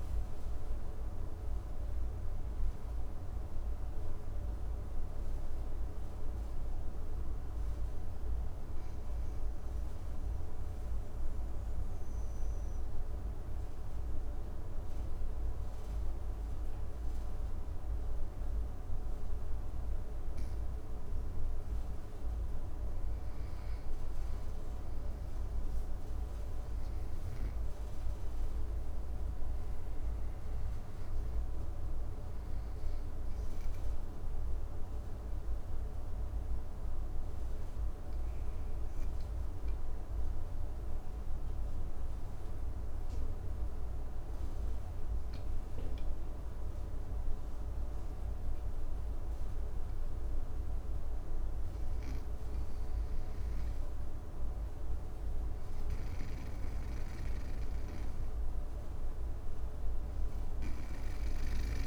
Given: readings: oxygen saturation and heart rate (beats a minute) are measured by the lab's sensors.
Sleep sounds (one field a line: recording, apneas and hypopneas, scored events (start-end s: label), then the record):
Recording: a person partly awake in a sleep study, hard to hear, by a room microphone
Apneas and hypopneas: 2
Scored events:
7.00-20.00 s: mixed apnea (oxygen 99% before, 94% lowest, heart rate 63 before, 54 extreme, up 8 after)
7.50-37.50 s: new sleep stage, N1 (lightest sleep)
21.50-48.50 s: oxygen desaturation (device-marked, oxygen 99% before, 94% lowest, heart rate 58 before, 54 extreme)
23.50-28.50 s: arousal
35.50-49.50 s: obstructive apnea (oxygen 99% before, 94% lowest, heart rate 60 before, 54 extreme, up 8 after)
37.50-61.87 s: new sleep stage, N2 (light sleep)
51.50-56.00 s: arousal
55.00-61.87 s: snoring (device-marked)
From the record:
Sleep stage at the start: awake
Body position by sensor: on the right side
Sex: male